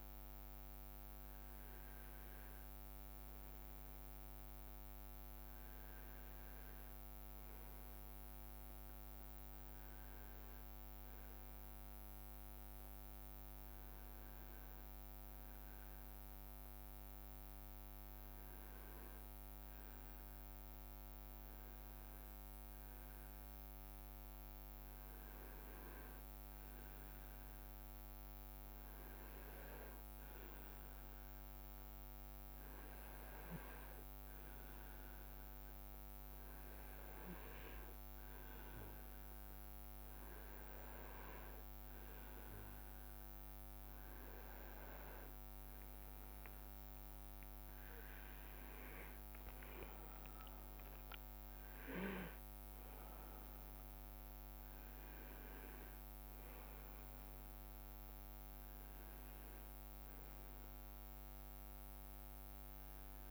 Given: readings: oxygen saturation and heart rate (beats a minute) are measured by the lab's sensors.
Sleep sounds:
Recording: breathing in sleep, hard to hear, by a microphone on the trachea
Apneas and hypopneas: 1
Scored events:
4.50-8.00 s: arousal
12.00-37.50 s: hypopnea (oxygen 98% before, 95% lowest, heart rate 69 before, 61 extreme, up 1 after)
45.00-46.50 s: leg movement (device-marked)
46.00-51.00 s: arousal
48.50-53.50 s: leg movement (device-marked)
From the record:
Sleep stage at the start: N2 (light sleep)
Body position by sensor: on the right side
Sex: male

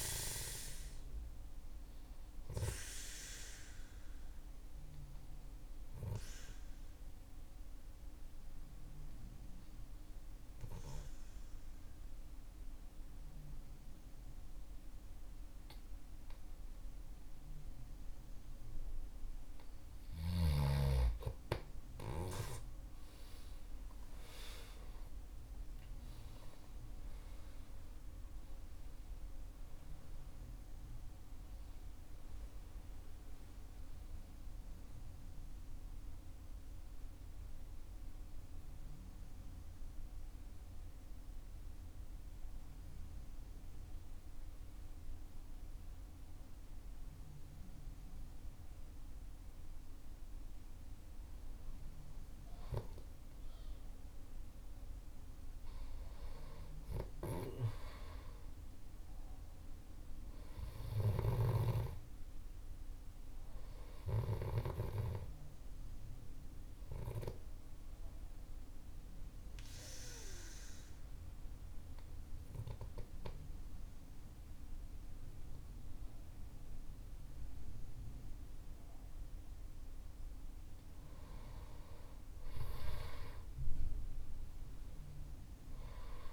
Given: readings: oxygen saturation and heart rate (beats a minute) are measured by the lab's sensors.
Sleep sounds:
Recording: breathing in sleep by a room microphone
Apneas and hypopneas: 3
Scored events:
0.00-17.50 s: oxygen desaturation (device-marked, oxygen 93% lowest, heart rate 49 extreme)
5.00-19.00 s: obstructive apnea (oxygen 98% before, 93% lowest, heart rate 52 before, 49 extreme, up 20 after)
22.50-28.50 s: arousal
26.50-30.50 s: oxygen desaturation (device-marked, oxygen 98% before, 95% lowest, heart rate 54 before, 54 extreme)
40.50-51.00 s: central apnea (oxygen 98% before, 95% lowest, heart rate 64 before, 50 extreme, up 5 after)
52.00-57.00 s: arousal
66.00-81.00 s: obstructive apnea (oxygen 98% before, 95% lowest, heart rate 58 before, 49 extreme, up 15 after)
80.50-85.50 s: oxygen desaturation (device-marked, oxygen 98% before, 95% lowest, heart rate 53 before, 49 extreme)
82.00-86.33 s: arousal
From the record:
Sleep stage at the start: N2 (light sleep)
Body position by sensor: on the back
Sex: male

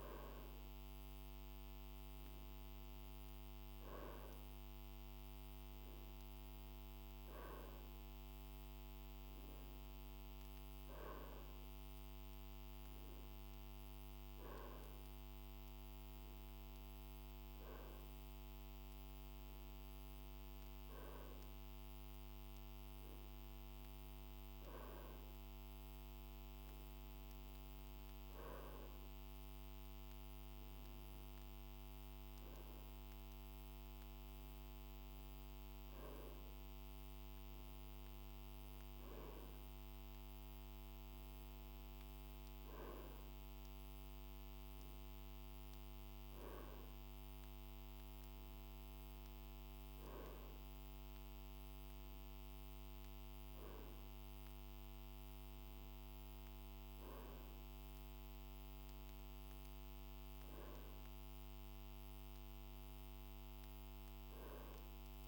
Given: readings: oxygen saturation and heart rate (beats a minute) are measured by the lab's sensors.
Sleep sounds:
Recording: breathing in sleep, hard to hear, by a microphone on the trachea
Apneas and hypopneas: none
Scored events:
none scored
From the record:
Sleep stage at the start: N2 (light sleep)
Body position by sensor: on the right side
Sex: male

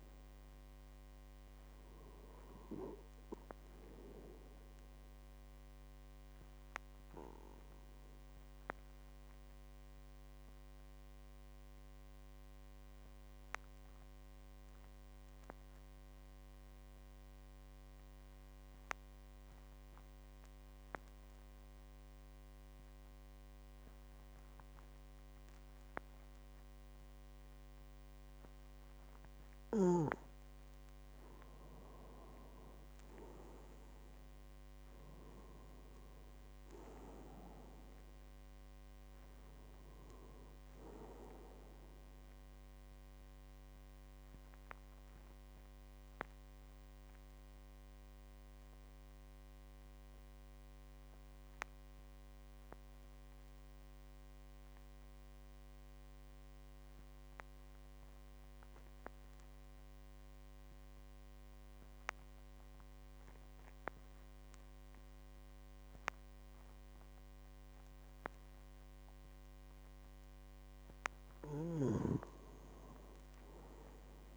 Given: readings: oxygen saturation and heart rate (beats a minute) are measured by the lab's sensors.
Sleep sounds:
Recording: breathing in sleep by a microphone on the trachea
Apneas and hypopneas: 2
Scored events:
2.00-18.00 s: oxygen desaturation (device-marked, oxygen 98% before, 94% lowest, heart rate 49 before, 47 extreme)
5.50-28.00 s: obstructive apnea (oxygen 99% before, 89% lowest, heart rate 50 before, 47 extreme, up 9 after)
30.50-33.50 s: arousal
32.00-55.00 s: oxygen desaturation (device-marked, oxygen 98% before, 89% lowest, heart rate 50 before, 47 extreme)
43.00-69.50 s: obstructive apnea (oxygen 98% before, 88% lowest, heart rate 55 before, 43 extreme, up 7 after)
68.00-74.37 s: oxygen desaturation (device-marked, oxygen 99% before, 89% lowest, heart rate 50 before, 43 extreme)
72.00-74.37 s: arousal
From the record:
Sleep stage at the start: N2 (light sleep)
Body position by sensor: on the back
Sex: male

